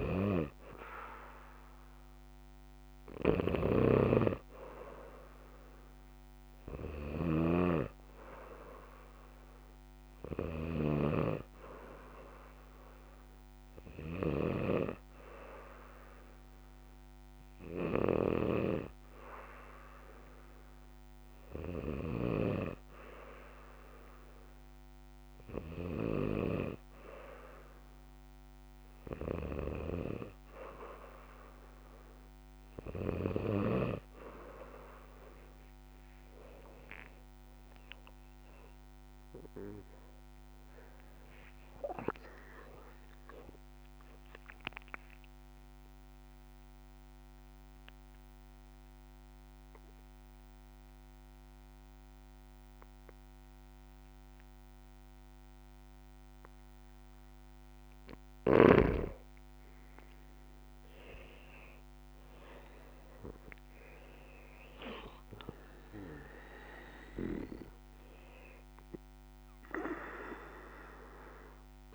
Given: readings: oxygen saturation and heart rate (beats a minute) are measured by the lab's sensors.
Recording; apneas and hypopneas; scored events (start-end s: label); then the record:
breathing in sleep by a microphone on the trachea; 1
0.00-10.50 s: oxygen desaturation (device-marked, oxygen 93% lowest, heart rate 63 extreme)
0.00-26.50 s: snoring (device-marked)
36.50-41.00 s: arousal
44.00-58.00 s: obstructive apnea (oxygen 96% before, 92% lowest, heart rate 66 before, 58 extreme, up 13 after)
60.50-64.00 s: arousal
67.50-71.95 s: oxygen desaturation (device-marked, oxygen 96% before, 93% lowest, heart rate 67 before, 58 extreme)
From the record:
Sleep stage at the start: N2 (light sleep); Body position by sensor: on the back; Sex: male